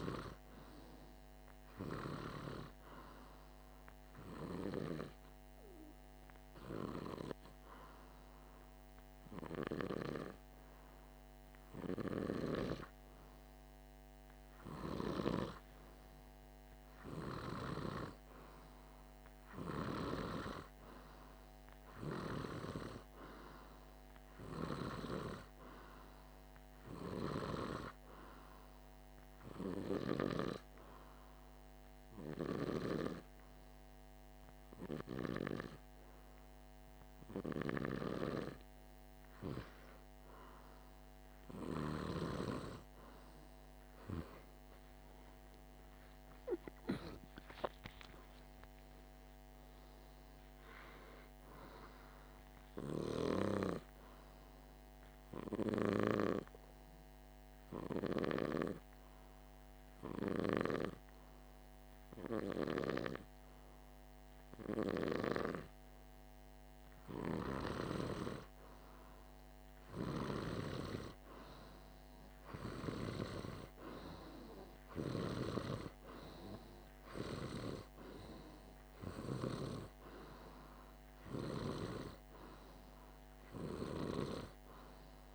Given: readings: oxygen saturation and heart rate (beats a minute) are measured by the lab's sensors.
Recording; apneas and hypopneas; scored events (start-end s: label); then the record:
breathing in sleep by a microphone on the trachea; 3
3.00-14.00 s: hypopnea (oxygen 97% before, 94% lowest, heart rate 51 before, 50 extreme, up 1 after)
16.50-20.50 s: arousal
27.50-37.50 s: hypopnea (oxygen 97% before, 94% lowest, heart rate 52 before, 50 extreme, up 2 after)
41.50-45.00 s: arousal
52.00-56.00 s: oxygen desaturation (device-marked, oxygen 97% before, 94% lowest, heart rate 51 before, 50 extreme)
55.00-68.00 s: hypopnea (oxygen 97% before, 95% lowest, heart rate 52 before, 50 extreme, up 0 after)
71.00-75.00 s: arousal
82.00-85.35 s: oxygen desaturation (device-marked, oxygen 100% before, 95% lowest, heart rate 51 before, 51 extreme)
From the record:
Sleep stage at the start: N2 (light sleep); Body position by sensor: on the back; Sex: male